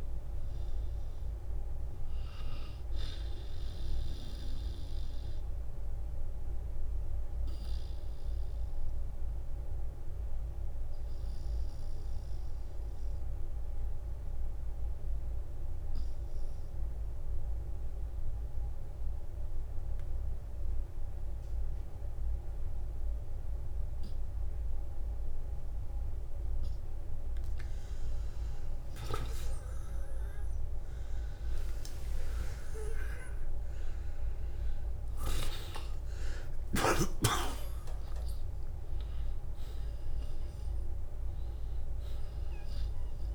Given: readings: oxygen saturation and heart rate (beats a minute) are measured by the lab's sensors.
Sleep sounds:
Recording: breathing in sleep by a room microphone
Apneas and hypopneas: 1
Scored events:
2.00-16.00 s: oxygen desaturation (device-marked, oxygen 93% before, 87% lowest, heart rate 70 before, 48 extreme)
4.50-26.50 s: obstructive apnea (oxygen 94% before, 87% lowest, heart rate 67 before, 48 extreme, up 16 after)
31.50-36.50 s: arousal
36.00-43.35 s: oxygen desaturation (device-marked, oxygen 96% before, 92% lowest, heart rate 55 before, 53 extreme)
37.00-39.00 s: long interval between heartbeats (device-marked, heart rate 56 before, 70 extreme)
From the record:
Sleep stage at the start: N2 (light sleep)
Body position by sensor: on the back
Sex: male

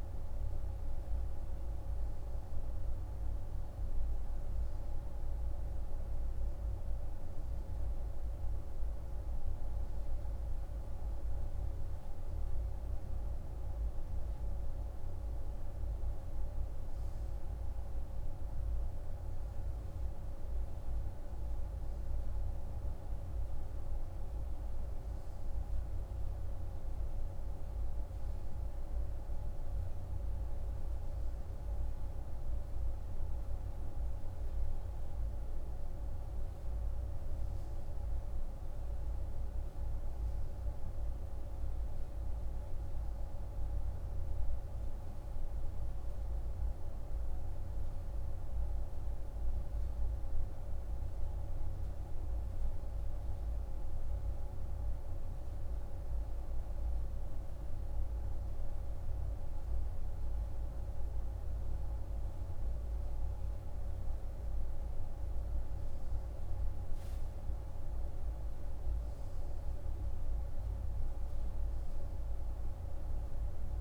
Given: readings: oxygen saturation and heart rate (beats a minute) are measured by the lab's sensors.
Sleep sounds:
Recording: breathing in sleep, hard to hear, by a room microphone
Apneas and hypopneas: none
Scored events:
none scored
From the record:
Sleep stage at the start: N2 (light sleep)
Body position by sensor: on the right side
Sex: male

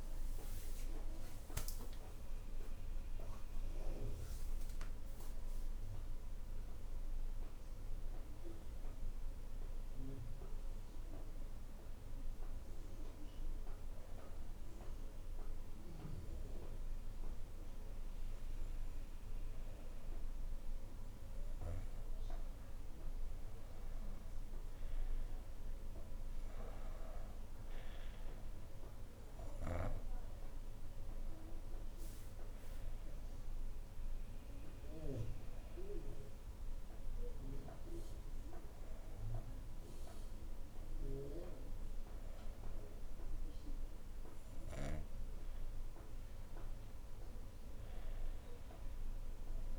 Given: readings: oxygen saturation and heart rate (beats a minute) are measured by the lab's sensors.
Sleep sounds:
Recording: breathing in sleep by a room microphone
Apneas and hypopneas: none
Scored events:
0.50-5.00 s: arousal
From the record:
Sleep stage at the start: N2 (light sleep)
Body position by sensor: on the right side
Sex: female

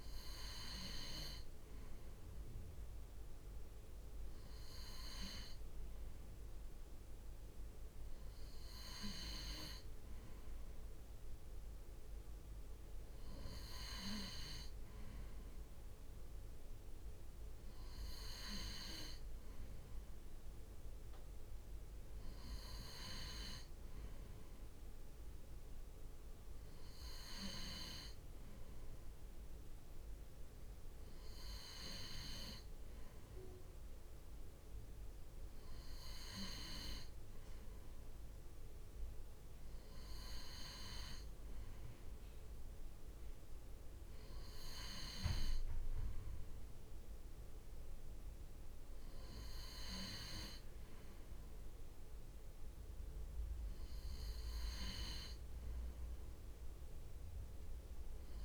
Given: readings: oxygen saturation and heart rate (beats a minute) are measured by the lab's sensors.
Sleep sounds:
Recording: breathing in sleep by a room microphone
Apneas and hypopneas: none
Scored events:
27.50-57.50 s: new sleep stage, N3 (deep sleep)
57.50-58.45 s: new sleep stage, N2 (light sleep)
From the record:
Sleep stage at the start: N2 (light sleep)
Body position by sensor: on the right side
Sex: male

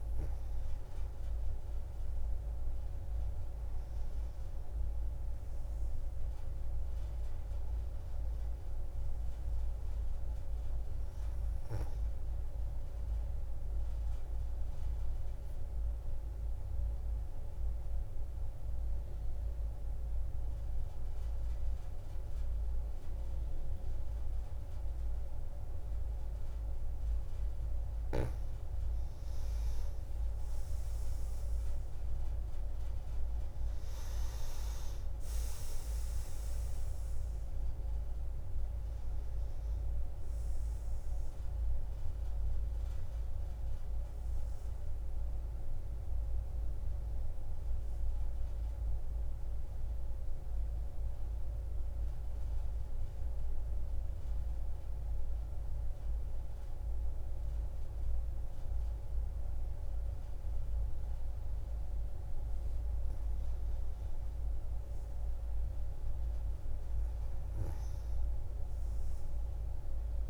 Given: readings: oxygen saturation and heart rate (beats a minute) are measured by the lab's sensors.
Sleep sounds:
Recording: breathing in sleep, hard to hear, by a room microphone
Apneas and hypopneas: 2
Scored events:
2.50-6.50 s: arousal
14.00-28.00 s: mixed apnea (oxygen 94% before, 88% lowest)
30.00-34.50 s: arousal
32.00-54.00 s: oxygen desaturation (device-marked, oxygen 94% before, 88% lowest)
50.50-63.00 s: mixed apnea (oxygen 94% before, 88% lowest)
65.00-70.00 s: arousal
From the record:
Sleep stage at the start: N2 (light sleep)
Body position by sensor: on the back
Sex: female

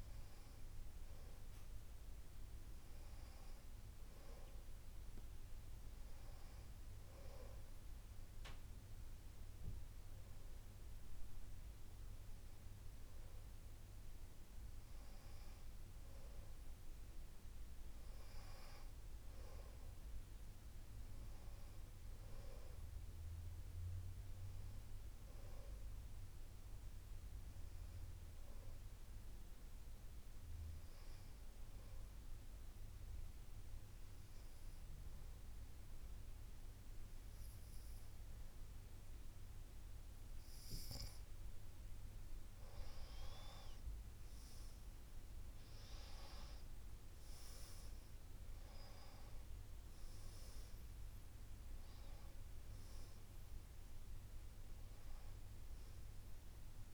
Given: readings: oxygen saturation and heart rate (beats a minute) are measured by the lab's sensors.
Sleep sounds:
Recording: breathing in sleep, hard to hear, by a room microphone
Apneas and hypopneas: 1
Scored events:
16.50-21.50 s: arousal
19.00-56.94 s: new sleep stage, N2 (light sleep)
31.00-43.50 s: obstructive apnea (oxygen 96% before, 92% lowest, heart rate 59 before, 51 extreme, up 20 after)
45.50-50.00 s: arousal
51.00-56.94 s: oxygen desaturation (device-marked, oxygen 96% before, 92% lowest, heart rate 66 before, 51 extreme)
From the record:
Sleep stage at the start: N1 (lightest sleep)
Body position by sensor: on the back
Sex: female

